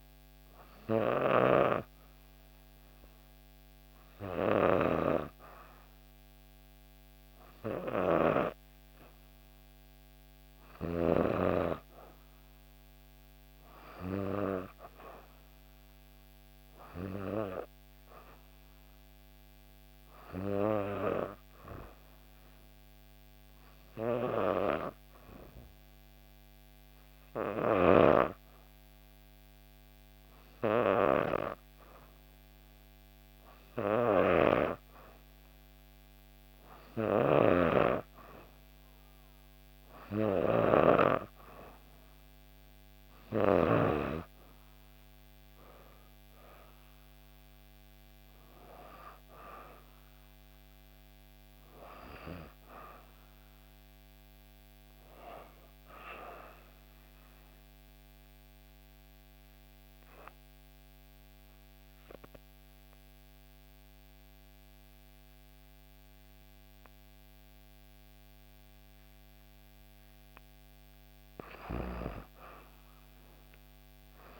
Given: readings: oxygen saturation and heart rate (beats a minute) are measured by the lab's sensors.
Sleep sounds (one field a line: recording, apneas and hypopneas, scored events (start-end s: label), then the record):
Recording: breathing in sleep by a microphone on the trachea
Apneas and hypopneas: 2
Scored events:
0.00-12.00 s: oxygen desaturation (device-marked, oxygen 92% lowest, heart rate 63 extreme)
18.00-37.00 s: hypopnea (oxygen 95% before, 92% lowest, heart rate 64 before, 64 extreme, up 1 after)
39.00-43.00 s: arousal
56.50-70.00 s: obstructive apnea (oxygen 95% before, 93% lowest, heart rate 66 before, 63 extreme, up 3 after)
71.00-74.00 s: arousal
From the record:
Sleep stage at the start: N2 (light sleep)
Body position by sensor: on the back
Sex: female